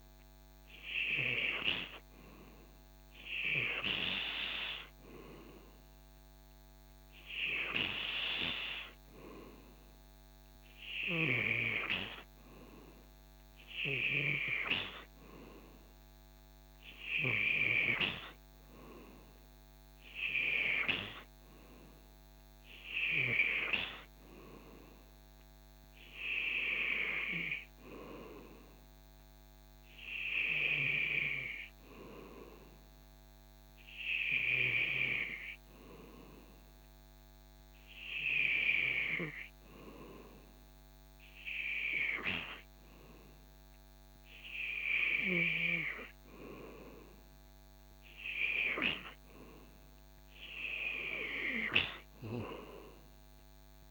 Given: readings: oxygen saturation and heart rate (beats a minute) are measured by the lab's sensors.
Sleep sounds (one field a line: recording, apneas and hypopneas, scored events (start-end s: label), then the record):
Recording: breathing in sleep by a microphone on the trachea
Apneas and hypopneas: none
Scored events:
none scored
From the record:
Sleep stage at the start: N2 (light sleep)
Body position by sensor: on the back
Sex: male